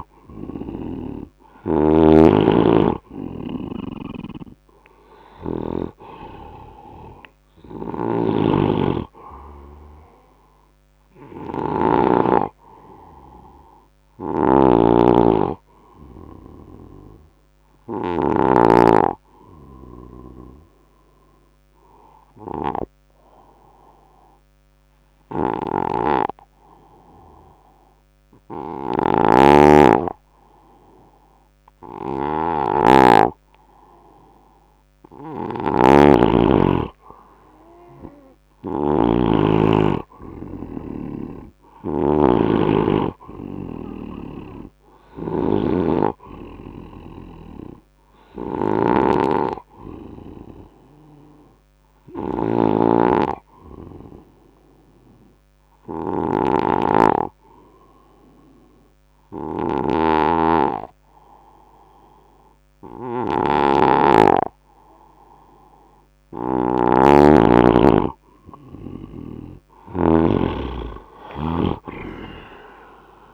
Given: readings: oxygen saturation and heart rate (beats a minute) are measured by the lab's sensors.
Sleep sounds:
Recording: breathing in sleep by a microphone on the trachea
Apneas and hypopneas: 2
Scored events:
0.00-1.50 s: snoring (device-marked)
1.00-28.00 s: oxygen desaturation (device-marked, oxygen 99% before, 92% lowest, heart rate 74 before, 71 extreme)
3.50-73.34 s: snoring (device-marked)
4.00-8.00 s: arousal
22.00-34.50 s: obstructive apnea (oxygen 99% before, 92% lowest, heart rate 78 before, 71 extreme, up 11 after)
38.00-42.00 s: arousal
40.00-58.00 s: oxygen desaturation (device-marked, oxygen 97% before, 92% lowest, heart rate 76 before, 73 extreme)
53.50-67.50 s: obstructive apnea (oxygen 97% before, 92% lowest, heart rate 77 before, 74 extreme, up 12 after)
69.50-73.34 s: arousal
From the record:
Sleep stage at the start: N2 (light sleep)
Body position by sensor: on the right side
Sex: male

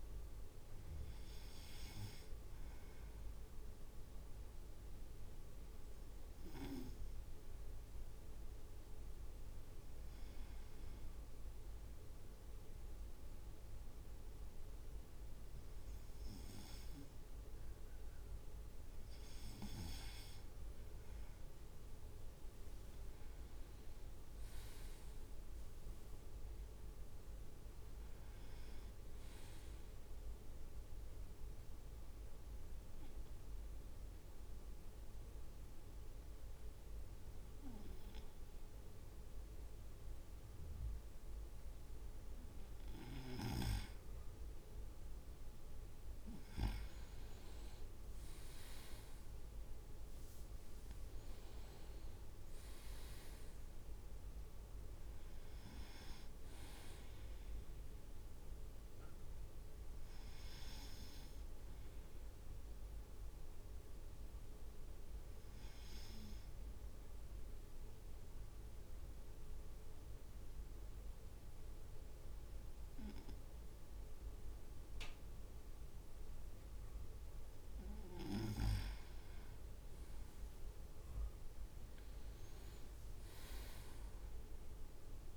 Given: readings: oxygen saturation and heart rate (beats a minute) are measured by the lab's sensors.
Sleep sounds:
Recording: breathing in sleep by a room microphone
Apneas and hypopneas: 3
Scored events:
0.50-10.50 s: obstructive apnea (oxygen 97% before, 96% lowest, heart rate 55 before, 53 extreme, up 4 after)
12.00-15.50 s: arousal
24.00-25.50 s: leg movement (device-marked)
32.00-43.00 s: obstructive apnea (oxygen 98% before, 96% lowest, heart rate 58 before, 53 extreme, up 6 after)
47.00-51.50 s: arousal
48.00-60.00 s: drop in pulse transit time (device-marked, heart rate 55 before, 55 extreme)
50.00-51.50 s: leg movement (device-marked)
63.00-77.50 s: obstructive apnea (oxygen 97% before, 96% lowest, heart rate 56 before, 49 extreme, up 4 after)
81.00-84.00 s: arousal
From the record:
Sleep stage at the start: N2 (light sleep)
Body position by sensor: on the right side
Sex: male

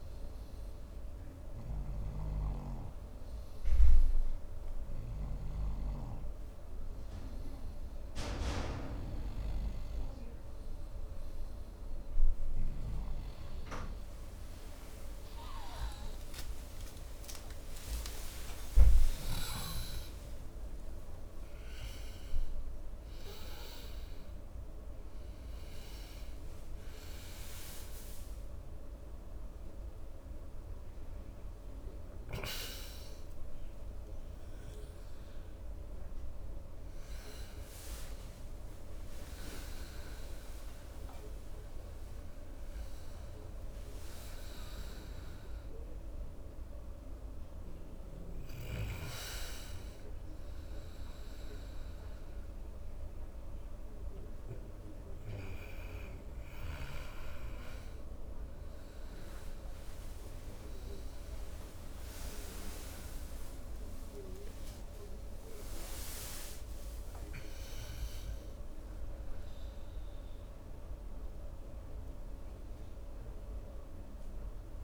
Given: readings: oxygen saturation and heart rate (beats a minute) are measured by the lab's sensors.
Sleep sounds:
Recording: breathing in sleep by a room microphone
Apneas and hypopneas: none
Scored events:
0.00-3.00 s: snoring (device-marked)
15.50-20.50 s: arousal
19.50-74.84 s: new sleep stage, N2 (light sleep)
63.50-69.50 s: arousal
From the record:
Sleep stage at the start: N3 (deep sleep)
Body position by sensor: on the right side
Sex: male

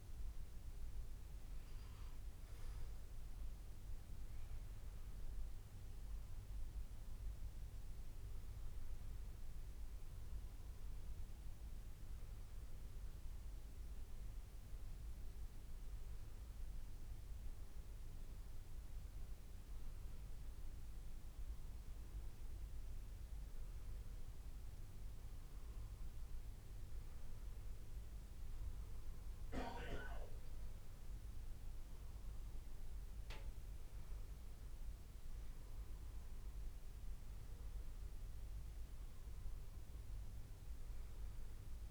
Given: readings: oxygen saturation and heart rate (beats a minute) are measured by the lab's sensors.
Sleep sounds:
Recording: breathing in sleep, hard to hear, by a room microphone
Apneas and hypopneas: none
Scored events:
none scored
From the record:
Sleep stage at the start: N2 (light sleep)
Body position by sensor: on the back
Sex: male

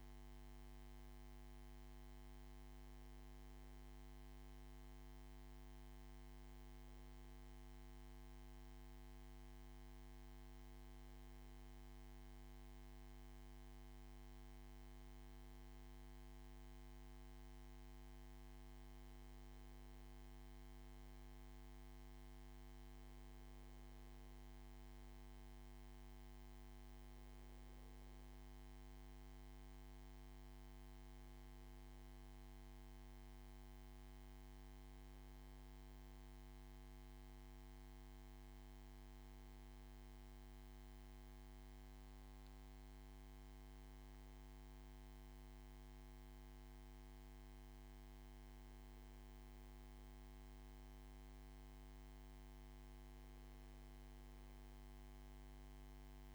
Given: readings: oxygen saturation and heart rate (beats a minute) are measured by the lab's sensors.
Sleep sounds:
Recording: breathing in sleep, hard to hear, by a microphone on the trachea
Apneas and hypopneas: none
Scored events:
none scored
From the record:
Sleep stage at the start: N2 (light sleep)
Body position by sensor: on the back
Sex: male

